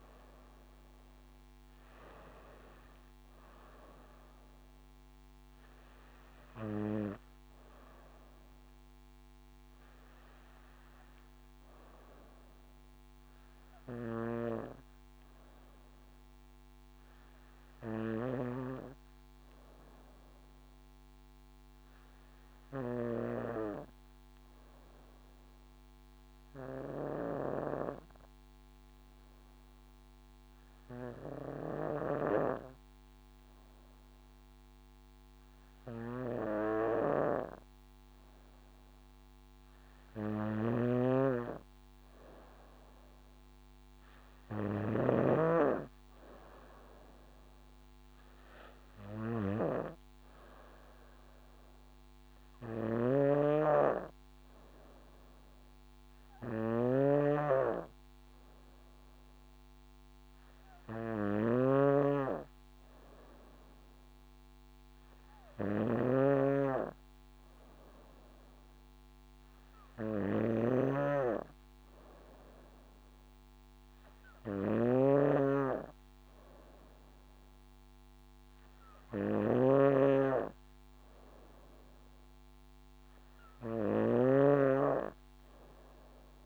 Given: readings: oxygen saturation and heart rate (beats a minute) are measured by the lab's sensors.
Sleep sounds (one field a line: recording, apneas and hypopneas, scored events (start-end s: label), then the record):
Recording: breathing in sleep by a microphone on the trachea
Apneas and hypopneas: 1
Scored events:
14.50-17.50 s: arousal
20.00-40.00 s: obstructive apnea (oxygen 97% before, 95% lowest, heart rate 60 before, 55 extreme, up 8 after)
40.50-45.50 s: snoring (device-marked)
41.00-68.00 s: oxygen desaturation (device-marked, oxygen 98% before, 95% lowest, heart rate 56 before, 54 extreme)
42.50-45.50 s: arousal
53.00-86.46 s: snoring (device-marked)
From the record:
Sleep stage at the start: N2 (light sleep)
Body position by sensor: on the back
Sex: female